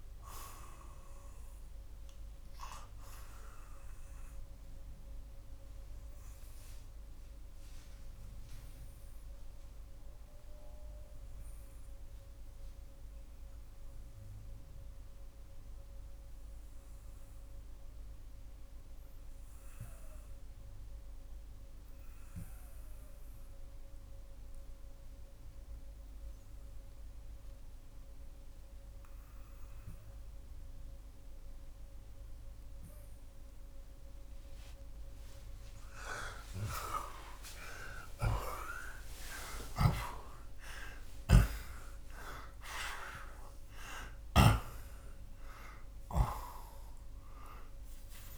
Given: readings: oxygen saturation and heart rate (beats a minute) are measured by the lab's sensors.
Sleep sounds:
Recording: breathing in sleep by a room microphone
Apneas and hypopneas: 1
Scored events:
4.50-34.00 s: obstructive apnea (oxygen 91% before, 78% lowest)
9.00-32.00 s: oxygen desaturation (device-marked, oxygen 91% before, 80% lowest)
35.50-40.50 s: arousal
36.00-44.00 s: snoring (device-marked)
44.00-48.38 s: oxygen desaturation (device-marked, oxygen 91% before, 78% lowest)
From the record:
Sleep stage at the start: N2 (light sleep)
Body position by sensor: on the left side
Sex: male

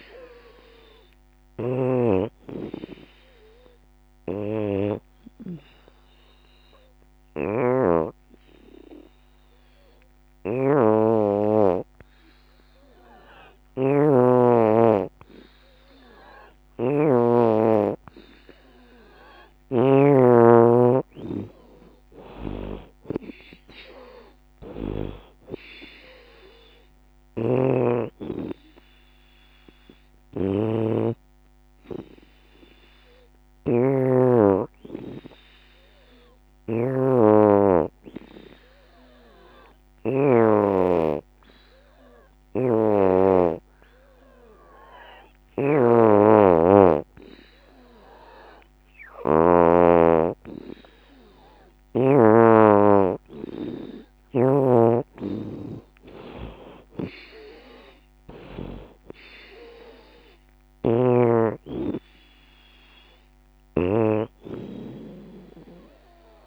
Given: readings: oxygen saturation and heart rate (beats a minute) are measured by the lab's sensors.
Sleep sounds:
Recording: breathing in sleep by a microphone on the trachea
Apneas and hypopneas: 2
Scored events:
0.00-5.00 s: drop in pulse transit time (device-marked, heart rate 73 extreme)
0.00-14.00 s: oxygen desaturation (device-marked, oxygen 84% lowest, heart rate 69 extreme)
3.00-19.00 s: hypopnea (oxygen 93% before, 84% lowest, heart rate 77 before, 69 extreme, up 21 after)
16.00-36.00 s: oxygen desaturation (device-marked, oxygen 92% before, 84% lowest, heart rate 80 before, 72 extreme)
20.00-23.50 s: arousal
20.00-30.00 s: drop in pulse transit time (device-marked, heart rate 78 before, 81 extreme)
33.00-52.50 s: hypopnea (oxygen 92% before, 82% lowest, heart rate 82 before, 68 extreme, up 17 after)
47.00-66.47 s: oxygen desaturation (device-marked, oxygen 91% before, 84% lowest, heart rate 80 before, 63 extreme)
55.00-66.47 s: drop in pulse transit time (device-marked, heart rate 78 before, 77 extreme)
56.00-61.00 s: arousal
From the record:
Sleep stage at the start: N2 (light sleep)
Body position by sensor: on the back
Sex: female

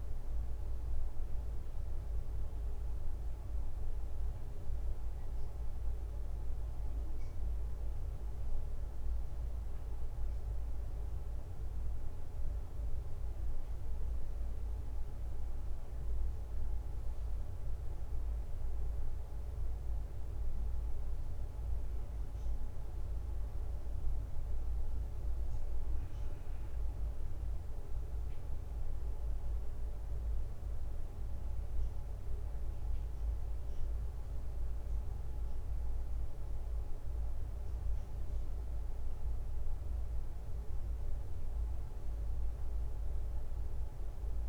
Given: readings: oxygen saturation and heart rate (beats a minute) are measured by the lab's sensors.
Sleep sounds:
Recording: a person awake in a sleep study, hard to hear, by a room microphone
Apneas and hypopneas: none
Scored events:
none scored
From the record:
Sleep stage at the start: awake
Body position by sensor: on the right side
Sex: male

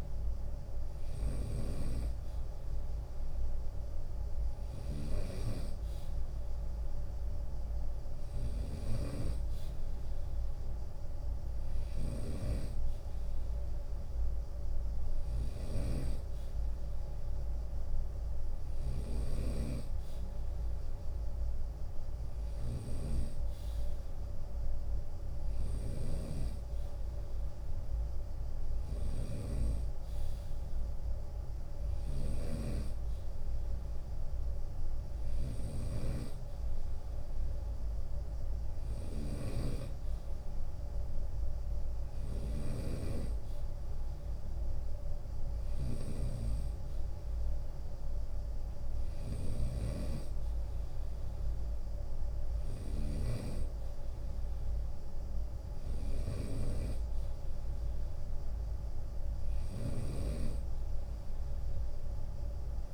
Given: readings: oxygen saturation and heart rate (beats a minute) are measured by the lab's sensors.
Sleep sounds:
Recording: breathing in sleep by a room microphone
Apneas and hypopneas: none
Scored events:
0.00-62.94 s: snoring (device-marked)
3.00-5.00 s: long interval between heartbeats (device-marked, heart rate 77 before, 75 extreme)
21.00-23.00 s: long interval between heartbeats (device-marked, heart rate 77 before, 69 extreme)
24.00-26.00 s: long interval between heartbeats (device-marked, heart rate 77 before, 67 extreme)
43.50-45.50 s: long interval between heartbeats (device-marked, heart rate 72 before, 76 extreme)
From the record:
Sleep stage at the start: N2 (light sleep)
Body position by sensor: on the right side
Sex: male

